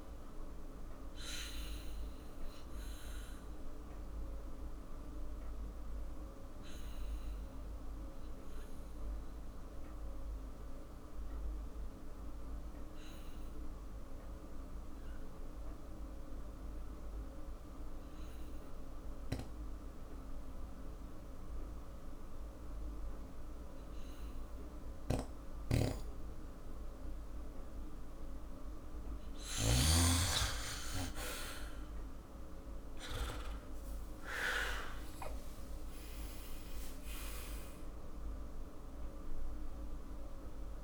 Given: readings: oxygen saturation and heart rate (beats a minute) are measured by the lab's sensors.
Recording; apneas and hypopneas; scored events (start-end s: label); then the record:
breathing in sleep by a room microphone; 1
0.00-17.50 s: oxygen desaturation (device-marked, oxygen 91% lowest, heart rate 47 extreme)
1.00-28.50 s: obstructive apnea (oxygen 97% before, 90% lowest, heart rate 54 before, 47 extreme, up 9 after)
19.50-28.50 s: oxygen desaturation (device-marked, oxygen 97% before, 92% lowest, heart rate 51 before, 49 extreme)
25.50-30.00 s: snoring (device-marked)
32.50-37.50 s: arousal
From the record:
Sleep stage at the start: N2 (light sleep); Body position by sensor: on the back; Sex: male